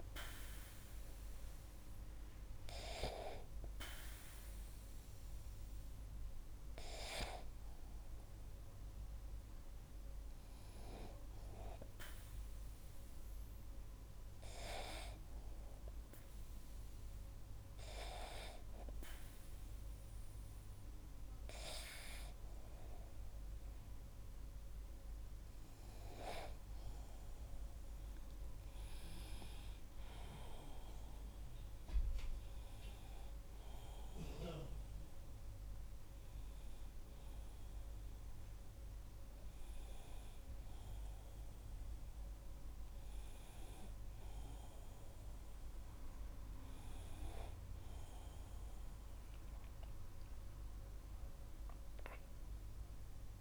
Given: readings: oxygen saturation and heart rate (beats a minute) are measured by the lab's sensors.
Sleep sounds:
breathing in sleep by a room microphone; 1
14.50-26.00 s: hypopnea (oxygen 98% before, 97% lowest, heart rate 47 before, 45 extreme, up 17 after)
28.00-33.00 s: arousal
From the record:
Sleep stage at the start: N2 (light sleep); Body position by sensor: on the back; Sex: male

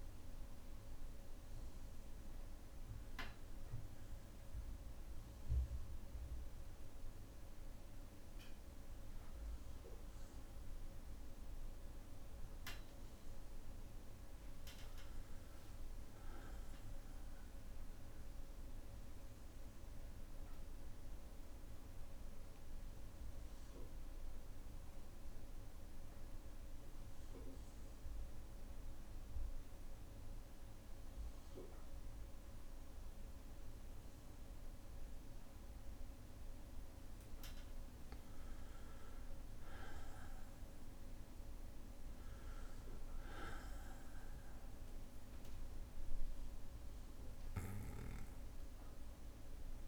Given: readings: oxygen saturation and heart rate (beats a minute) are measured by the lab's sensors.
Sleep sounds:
breathing in sleep, hard to hear, by a room microphone; 1
10.00-49.88 s: new sleep stage, N2 (light sleep)
13.50-17.00 s: arousal
19.50-36.00 s: obstructive apnea (oxygen 99% before, 92% lowest, heart rate 61 before, 57 extreme, up 5 after)
24.00-33.00 s: bradycardia (device-marked, heart rate 61 before, 58 extreme)
40.00-44.00 s: arousal
From the record:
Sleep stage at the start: N1 (lightest sleep); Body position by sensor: on the back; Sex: male

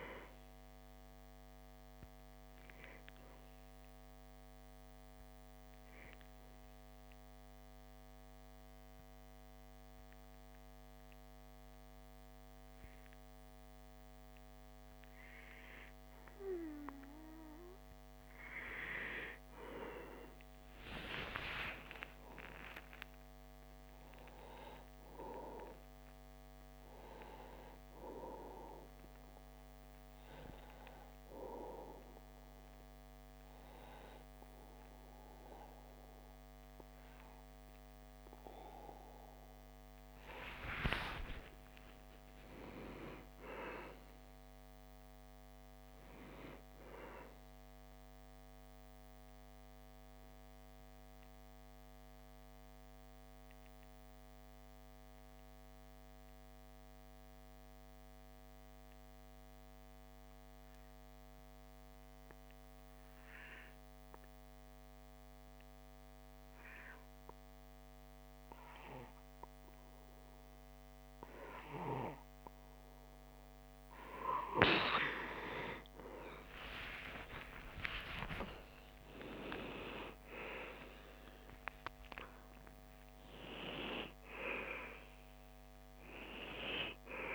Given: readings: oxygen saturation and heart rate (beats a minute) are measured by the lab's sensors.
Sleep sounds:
breathing in sleep by a microphone on the trachea; 2
1.50-17.00 s: hypopnea (oxygen 97% before, 94% lowest)
18.50-22.00 s: arousal
40.00-43.50 s: arousal
48.00-71.50 s: obstructive apnea (oxygen 98% before, 92% lowest)
71.50-87.35 s: oxygen desaturation (device-marked, oxygen 97% before, 92% lowest)
74.50-79.50 s: arousal
From the record:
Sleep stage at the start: N2 (light sleep); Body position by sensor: on the back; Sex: male

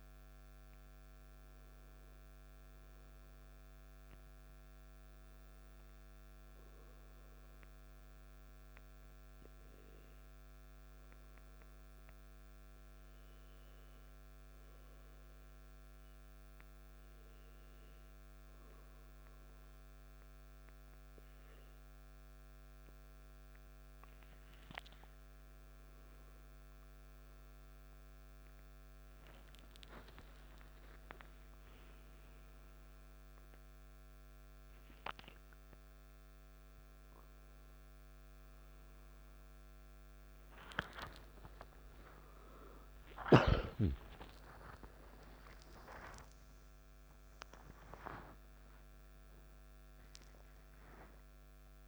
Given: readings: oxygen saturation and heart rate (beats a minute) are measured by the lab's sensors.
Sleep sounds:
a person awake in a sleep study, by a microphone on the trachea; 1
5.50-24.50 s: obstructive apnea (oxygen 97% before, 95% lowest, heart rate 53 before, 50 extreme, up 4 after)
22.00-51.87 s: new sleep stage, awake
From the record:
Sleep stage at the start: N2 (light sleep); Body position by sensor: on the back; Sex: male

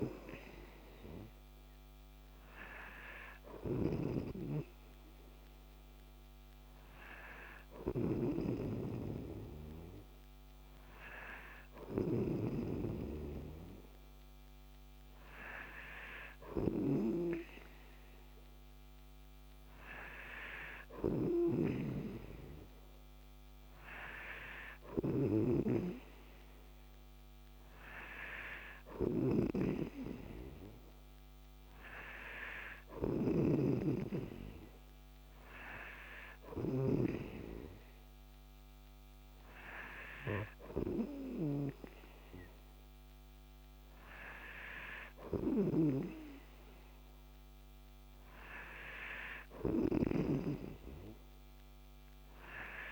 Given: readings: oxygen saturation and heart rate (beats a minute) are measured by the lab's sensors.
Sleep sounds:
breathing in sleep by a microphone on the trachea; none
4.00-52.92 s: snoring (device-marked)
From the record:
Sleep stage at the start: N3 (deep sleep); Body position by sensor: on the right side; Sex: male

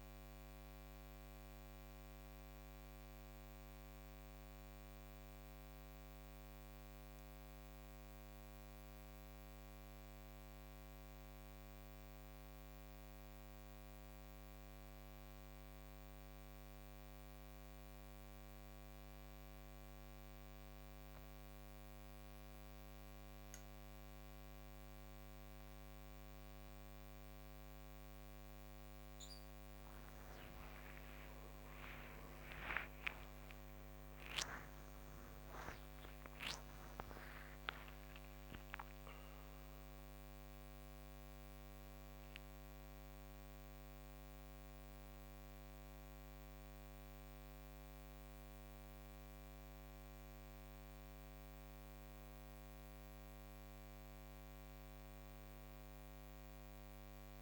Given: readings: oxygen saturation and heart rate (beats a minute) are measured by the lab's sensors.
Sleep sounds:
breathing in sleep, hard to hear, by a microphone on the trachea; none
30.50-38.50 s: arousal
From the record:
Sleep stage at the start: N1 (lightest sleep); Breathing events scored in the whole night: 366 in 5.9 hours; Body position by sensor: on the right side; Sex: male

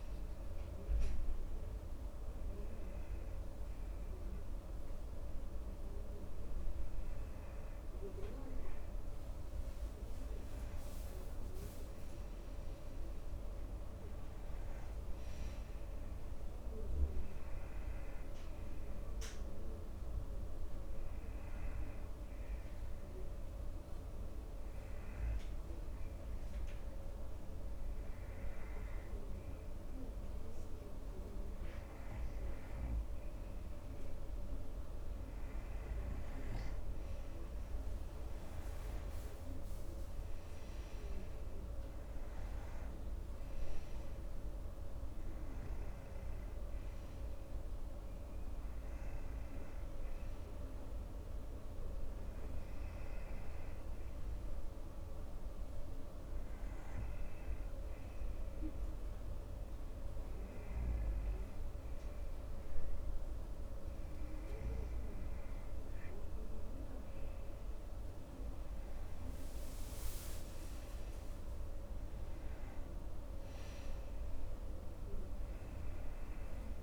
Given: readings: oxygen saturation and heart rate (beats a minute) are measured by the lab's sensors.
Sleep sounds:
breathing in sleep, hard to hear, by a room microphone; 2
10.00-14.00 s: arousal
16.50-34.50 s: hypopnea (oxygen 98% before, 93% lowest)
38.50-43.00 s: arousal
51.50-65.00 s: hypopnea (oxygen 97% before, 93% lowest)
68.00-72.00 s: arousal
From the record:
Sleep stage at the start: N2 (light sleep); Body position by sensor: on the front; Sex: male

